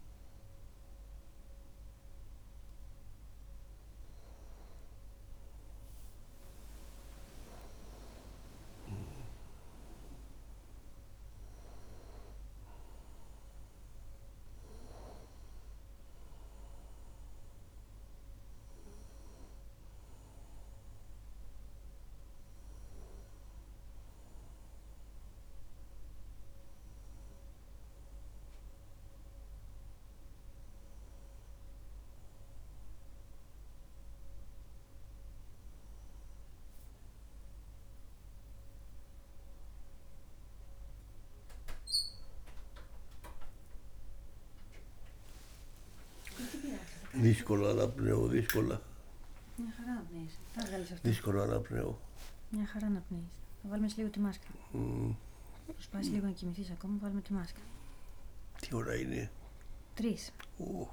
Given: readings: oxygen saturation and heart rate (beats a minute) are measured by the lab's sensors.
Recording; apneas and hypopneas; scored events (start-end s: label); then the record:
a person partly awake in a sleep study, by a room microphone; none
41.50-60.93 s: new sleep stage, awake
From the record:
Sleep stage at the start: N1 (lightest sleep); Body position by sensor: on the back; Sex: male